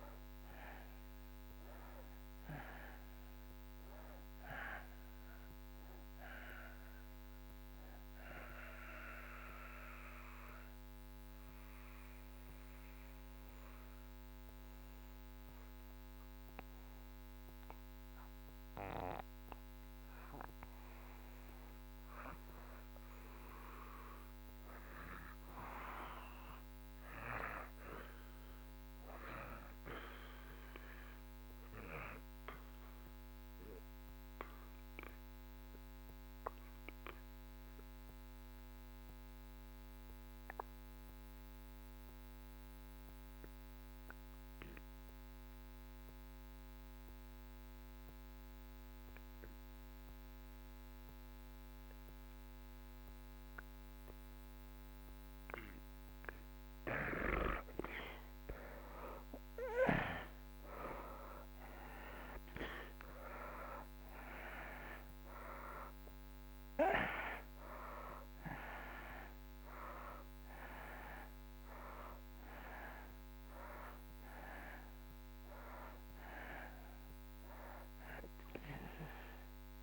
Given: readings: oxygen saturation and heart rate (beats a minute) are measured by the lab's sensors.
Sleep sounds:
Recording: breathing in sleep by a microphone on the trachea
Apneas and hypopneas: 2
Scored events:
0.00-24.50 s: oxygen desaturation (device-marked, oxygen 68% lowest)
8.50-19.00 s: mixed apnea (oxygen 91% before, 68% lowest)
22.50-26.50 s: arousal
33.50-79.83 s: oxygen desaturation (device-marked, oxygen 98% before, 65% lowest)
35.00-54.50 s: obstructive apnea (oxygen 98% before, 65% lowest)
57.00-61.00 s: arousal
From the record:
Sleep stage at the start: REM sleep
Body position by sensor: on the back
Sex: male

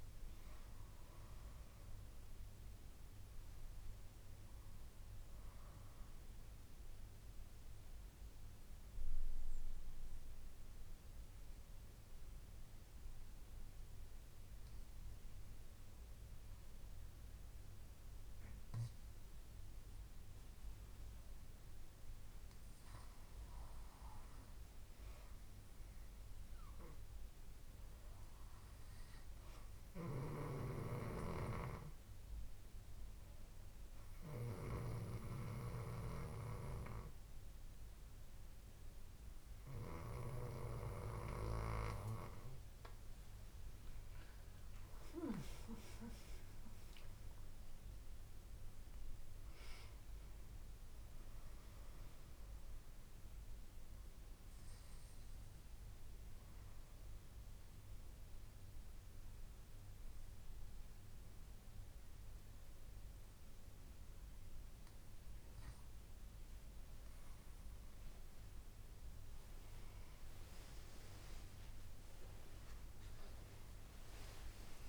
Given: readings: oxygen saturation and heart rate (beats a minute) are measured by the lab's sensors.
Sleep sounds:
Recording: breathing in sleep by a room microphone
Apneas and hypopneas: 2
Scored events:
7.00-23.50 s: obstructive apnea (oxygen 99% before, 95% lowest)
25.00-27.50 s: arousal
45.50-50.50 s: arousal
56.50-66.50 s: obstructive apnea (oxygen 97% before, 95% lowest)
From the record:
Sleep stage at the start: N2 (light sleep)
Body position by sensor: on the back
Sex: female

